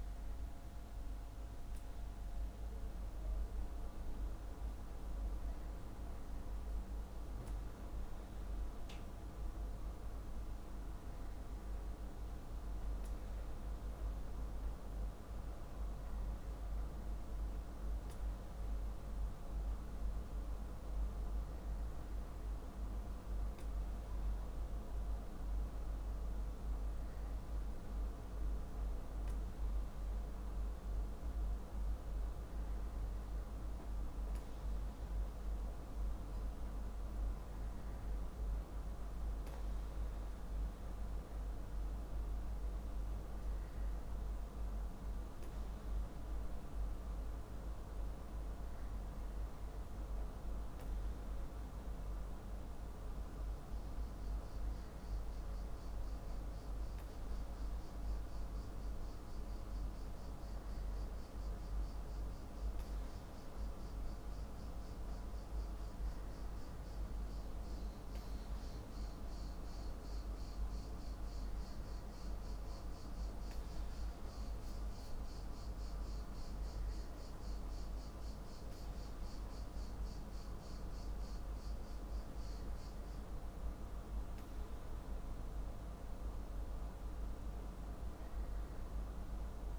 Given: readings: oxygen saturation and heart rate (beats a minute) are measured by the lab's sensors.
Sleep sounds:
breathing in sleep, hard to hear, by a room microphone; none
none scored
From the record:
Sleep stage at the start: N2 (light sleep); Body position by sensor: on the back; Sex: male

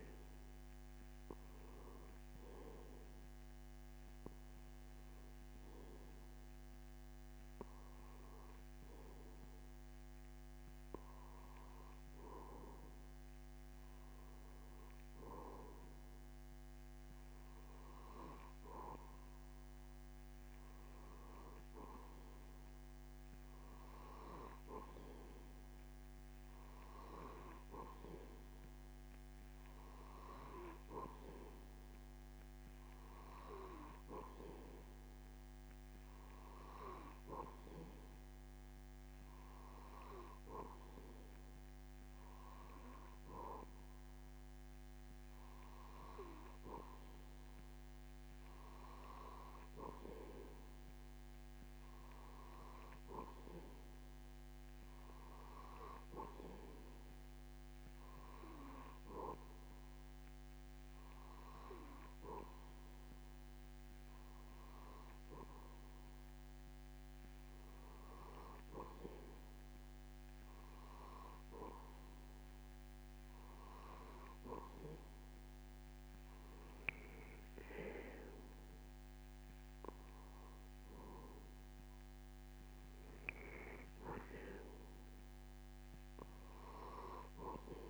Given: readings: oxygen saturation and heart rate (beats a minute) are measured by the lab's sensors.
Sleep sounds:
breathing in sleep by a microphone on the trachea; 1
1.50-13.50 s: hypopnea (oxygen 95% before, 91% lowest)
17.00-21.00 s: arousal
24.00-44.00 s: oxygen desaturation (device-marked, oxygen 94% before, 91% lowest)
From the record:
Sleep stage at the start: N2 (light sleep); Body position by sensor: on the back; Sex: male

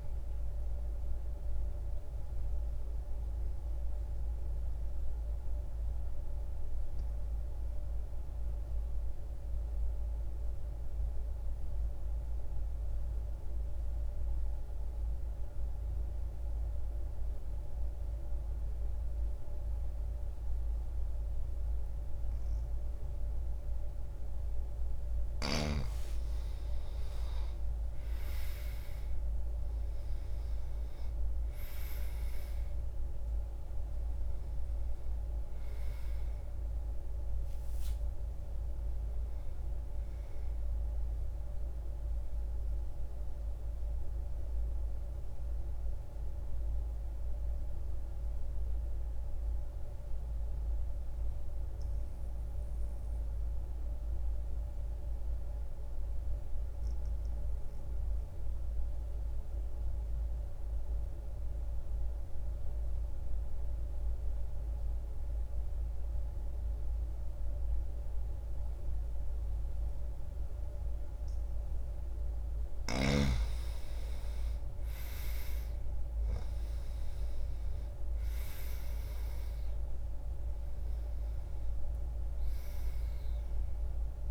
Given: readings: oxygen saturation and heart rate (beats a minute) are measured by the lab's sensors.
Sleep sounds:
breathing in sleep, hard to hear, by a room microphone; 2
0.00-15.00 s: oxygen desaturation (device-marked, oxygen 85% lowest, heart rate 61 extreme)
1.50-23.50 s: mixed apnea (oxygen 95% before, 85% lowest, heart rate 67 before, 61 extreme, up 3 after)
25.50-29.50 s: arousal
30.00-60.00 s: oxygen desaturation (device-marked, oxygen 98% before, 86% lowest, heart rate 63 before, 60 extreme)
42.00-71.00 s: obstructive apnea (oxygen 98% before, 82% lowest, heart rate 63 before, 60 extreme, up 6 after)
72.50-77.50 s: arousal
73.00-84.31 s: oxygen desaturation (device-marked, oxygen 98% before, 82% lowest, heart rate 63 before, 60 extreme)
From the record:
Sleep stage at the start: N2 (light sleep); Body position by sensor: on the back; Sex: male

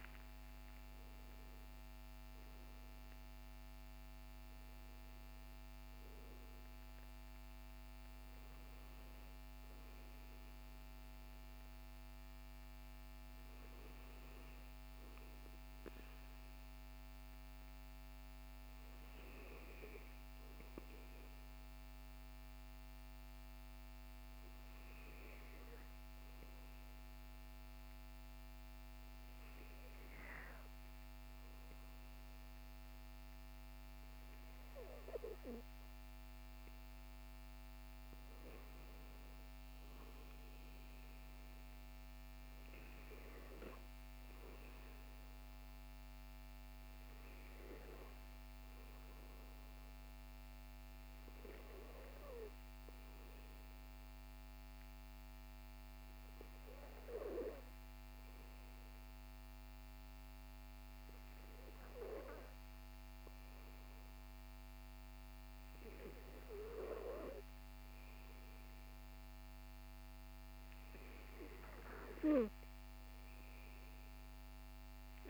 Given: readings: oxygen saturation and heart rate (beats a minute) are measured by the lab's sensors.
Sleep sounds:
breathing in sleep by a microphone on the trachea; 1
0.00-1.50 s: arousal
23.50-35.00 s: hypopnea (oxygen 96% before, 95% lowest, heart rate 57 before, 48 extreme, up 9 after)
37.50-41.00 s: arousal
From the record:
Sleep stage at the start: N2 (light sleep); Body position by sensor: on the back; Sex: male

